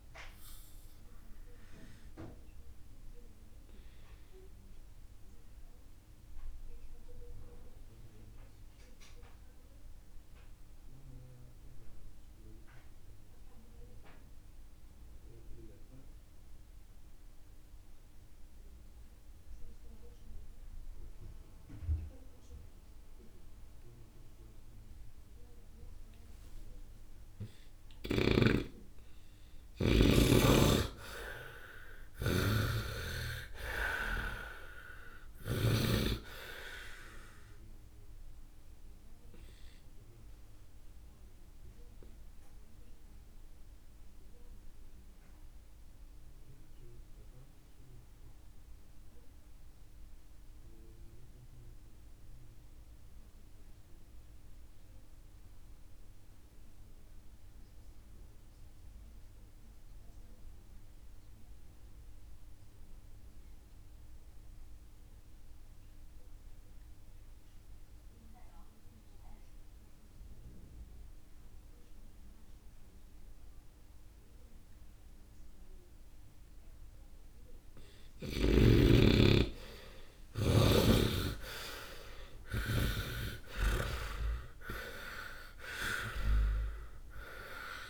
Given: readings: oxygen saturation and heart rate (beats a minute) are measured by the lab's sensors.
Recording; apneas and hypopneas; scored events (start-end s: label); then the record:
breathing in sleep by a room microphone; 2
0.00-29.50 s: oxygen desaturation (device-marked, oxygen 71% lowest, heart rate 48 extreme)
1.00-27.50 s: obstructive apnea (oxygen 96% before, 71% lowest, heart rate 50 before, 55 extreme, up 0 after)
30.00-33.50 s: arousal
37.50-77.00 s: obstructive apnea (oxygen 93% before, 67% lowest, heart rate 60 before, 44 extreme, up 9 after)
43.50-65.50 s: oxygen desaturation (device-marked, oxygen 93% before, 76% lowest, heart rate 61 before, 44 extreme)
79.00-83.00 s: arousal
80.50-84.00 s: snoring (device-marked)
From the record:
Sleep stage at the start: N2 (light sleep); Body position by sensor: on the right side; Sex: male